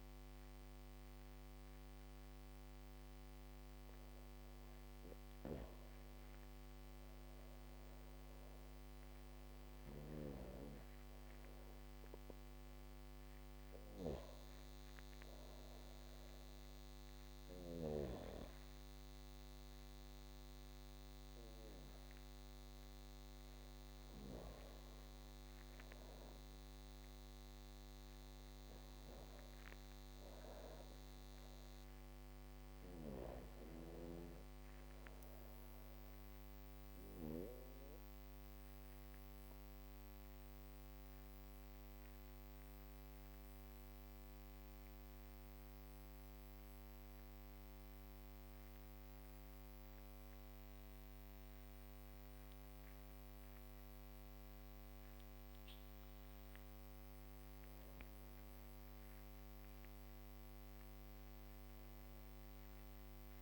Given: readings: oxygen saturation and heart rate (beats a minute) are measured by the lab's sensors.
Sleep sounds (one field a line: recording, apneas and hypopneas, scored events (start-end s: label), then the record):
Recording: breathing in sleep by a microphone on the trachea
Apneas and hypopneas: 1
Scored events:
5.50-16.50 s: drop in pulse transit time (device-marked, heart rate 62 before, 58 extreme)
34.00-54.50 s: obstructive apnea (oxygen 98% before, 95% lowest, heart rate 61 before, 54 extreme, up 26 after)
43.50-50.50 s: drop in pulse transit time (device-marked, heart rate 62 before, 54 extreme)
56.50-61.50 s: arousal
59.50-63.42 s: drop in pulse transit time (device-marked, heart rate 62 before, 62 extreme)
59.50-63.42 s: oxygen desaturation (device-marked, oxygen 98% before, 95% lowest, heart rate 62 before, 55 extreme)
From the record:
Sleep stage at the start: N2 (light sleep)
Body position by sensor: on the back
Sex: female